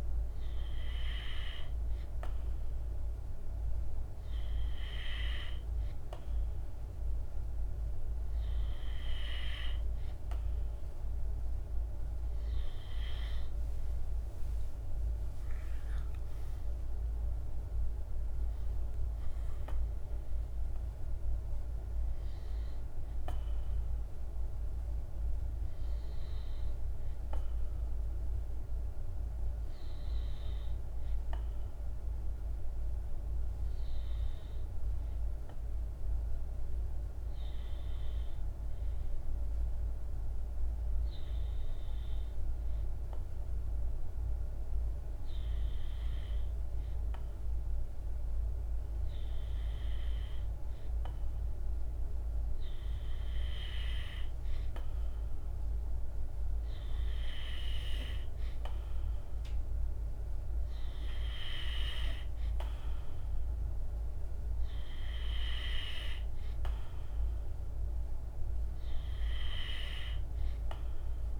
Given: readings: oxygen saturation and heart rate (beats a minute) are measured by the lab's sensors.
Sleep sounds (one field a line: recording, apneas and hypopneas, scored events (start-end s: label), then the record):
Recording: breathing in sleep by a room microphone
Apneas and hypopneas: none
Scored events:
none scored
From the record:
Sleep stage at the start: N2 (light sleep)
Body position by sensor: on the back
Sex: male